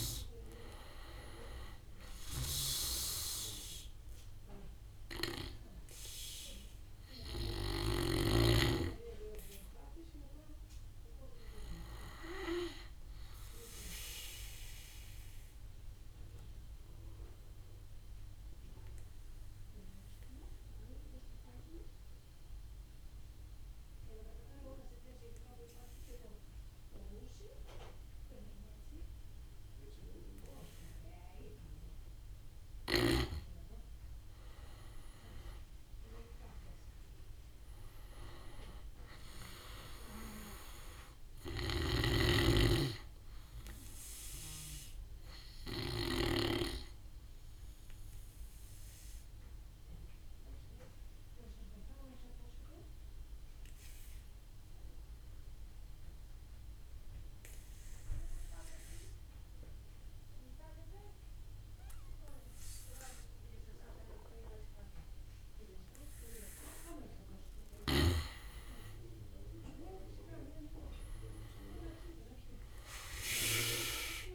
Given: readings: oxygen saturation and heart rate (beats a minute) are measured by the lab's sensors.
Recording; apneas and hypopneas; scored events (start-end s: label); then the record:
breathing in sleep by a room microphone; 2
0.00-1.00 s: arousal
0.00-17.50 s: oxygen desaturation (device-marked, oxygen 86% lowest, heart rate 53 extreme)
15.50-32.50 s: obstructive apnea (oxygen 95% before, 86% lowest, heart rate 59 before, 53 extreme, up 13 after)
30.50-55.50 s: oxygen desaturation (device-marked, oxygen 96% before, 86% lowest, heart rate 56 before, 53 extreme)
34.50-37.00 s: arousal
41.50-46.00 s: snoring (device-marked)
44.50-66.00 s: obstructive apnea (oxygen 97% before, 80% lowest, heart rate 59 before, 51 extreme, up 10 after)
61.50-74.35 s: oxygen desaturation (device-marked, oxygen 98% before, 86% lowest, heart rate 57 before, 51 extreme)
69.00-72.50 s: arousal
From the record:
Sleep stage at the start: N2 (light sleep); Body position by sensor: on the back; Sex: male